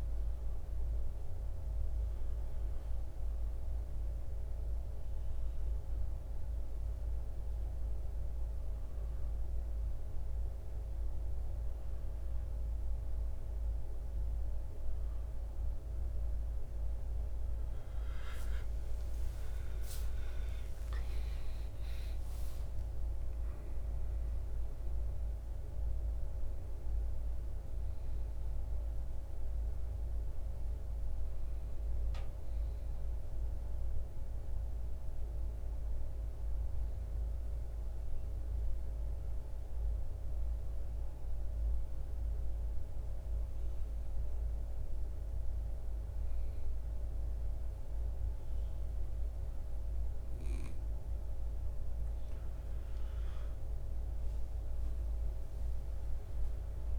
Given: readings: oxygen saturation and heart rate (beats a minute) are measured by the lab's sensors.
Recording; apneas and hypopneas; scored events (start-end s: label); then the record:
breathing in sleep, hard to hear, by a room microphone; 2
0.00-15.00 s: oxygen desaturation (device-marked, oxygen 86% lowest, heart rate 56 extreme)
4.50-17.00 s: hypopnea (oxygen 93% before, 86% lowest, heart rate 70 before, 56 extreme, up 48 after)
6.00-36.00 s: new sleep stage, N1 (lightest sleep)
19.50-23.00 s: arousal
36.00-56.99 s: new sleep stage, N2 (light sleep)
36.50-51.50 s: mixed apnea (oxygen 96% before, 87% lowest, heart rate 78 before, 56 extreme, up 12 after)
54.00-56.99 s: arousal
From the record:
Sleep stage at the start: N2 (light sleep); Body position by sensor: on the back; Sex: male